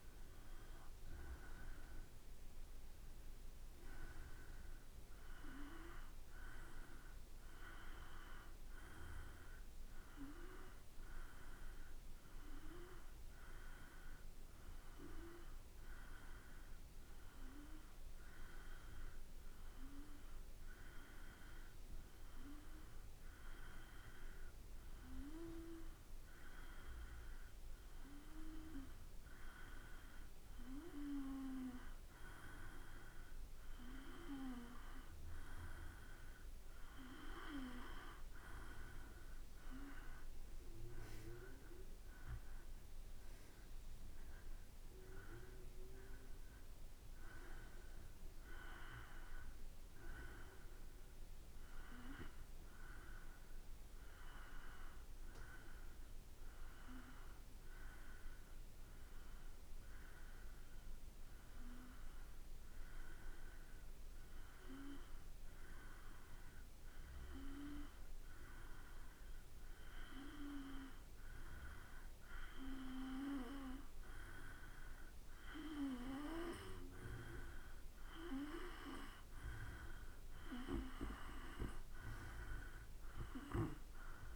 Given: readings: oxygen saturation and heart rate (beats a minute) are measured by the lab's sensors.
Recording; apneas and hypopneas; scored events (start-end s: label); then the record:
breathing in sleep by a room microphone; 2
0.00-3.50 s: arousal
14.00-30.00 s: hypopnea (oxygen 94% before, 91% lowest, heart rate 56 before, 53 extreme, up 3 after)
33.50-38.00 s: arousal
57.50-71.50 s: hypopnea (oxygen 94% before, 91% lowest, heart rate 56 before, 54 extreme, up 3 after)
74.50-78.00 s: arousal
74.50-84.35 s: oxygen desaturation (device-marked, oxygen 95% before, 91% lowest, heart rate 54 before, 55 extreme)
From the record:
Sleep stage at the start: N2 (light sleep); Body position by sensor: on the back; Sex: male